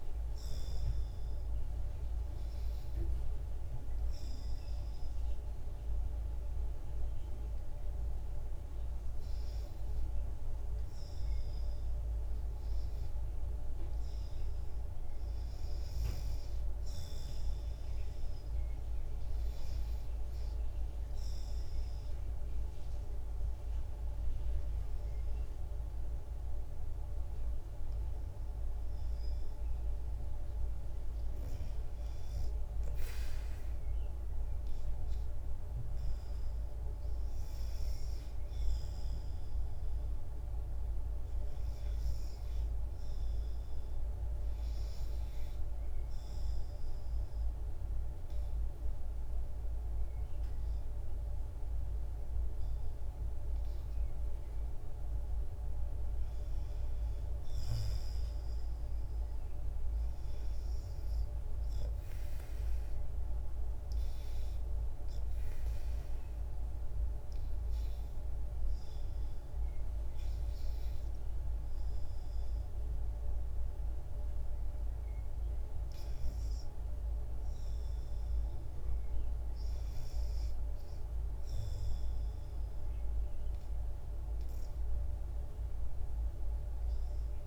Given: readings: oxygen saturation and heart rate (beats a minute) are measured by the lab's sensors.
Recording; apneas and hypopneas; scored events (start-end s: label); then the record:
breathing in sleep, hard to hear, by a room microphone; 4
0.00-13.50 s: oxygen desaturation (device-marked, oxygen 88% lowest, heart rate 63 extreme)
1.00-14.00 s: obstructive apnea (oxygen 93% before, 86% lowest, heart rate 62 before, 63 extreme, up 2 after)
16.00-19.00 s: arousal
21.00-31.50 s: obstructive apnea (oxygen 92% before, 84% lowest, heart rate 64 before, 63 extreme, up 5 after)
21.50-31.50 s: oxygen desaturation (device-marked, oxygen 92% before, 88% lowest, heart rate 64 before, 63 extreme)
35.00-39.50 s: arousal
42.50-50.50 s: oxygen desaturation (device-marked, oxygen 91% before, 87% lowest, heart rate 67 before, 69 extreme)
45.00-55.00 s: obstructive apnea (oxygen 92% before, 83% lowest, heart rate 67 before, 69 extreme, up 4 after)
55.50-59.50 s: arousal
62.00-74.50 s: obstructive apnea (oxygen 91% before, 83% lowest, heart rate 69 before, 68 extreme, up 0 after)
66.50-77.50 s: oxygen desaturation (device-marked, oxygen 90% before, 86% lowest, heart rate 71 before, 68 extreme)
82.50-87.47 s: oxygen desaturation (device-marked, oxygen 91% before, 84% lowest, heart rate 72 before, 67 extreme)
From the record:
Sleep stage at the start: REM sleep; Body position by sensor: on the back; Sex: female